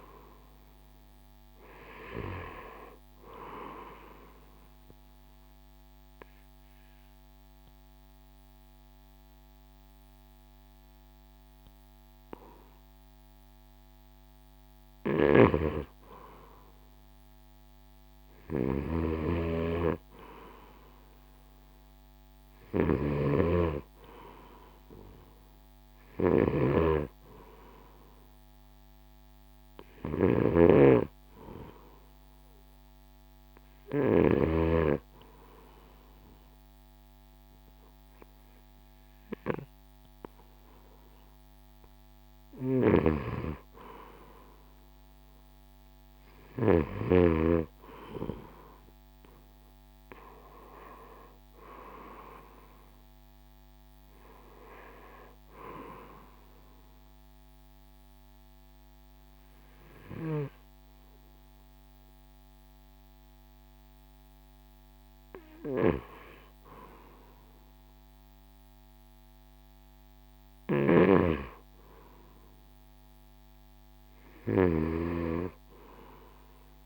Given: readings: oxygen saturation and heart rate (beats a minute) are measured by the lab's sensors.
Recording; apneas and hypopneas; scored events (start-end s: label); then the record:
breathing in sleep by a microphone on the trachea; 2
0.00-2.50 s: arousal
2.50-19.50 s: oxygen desaturation (device-marked, oxygen 98% before, 88% lowest, heart rate 69 before, 64 extreme)
5.00-15.50 s: obstructive apnea (oxygen 98% before, 88% lowest, heart rate 69 before, 64 extreme, up 2 after)
15.50-34.50 s: snoring (device-marked)
17.00-22.00 s: arousal
25.50-40.50 s: oxygen desaturation (device-marked, oxygen 96% before, 91% lowest, heart rate 67 before, 60 extreme)
45.50-59.50 s: drop in pulse transit time (device-marked, heart rate 66 before, 69 extreme)
46.50-50.00 s: arousal
56.00-66.50 s: obstructive apnea (oxygen 95% before, 91% lowest, heart rate 68 before, 54 extreme, up 11 after)
68.50-72.50 s: arousal
From the record:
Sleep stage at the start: N2 (light sleep); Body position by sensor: on the right side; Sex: male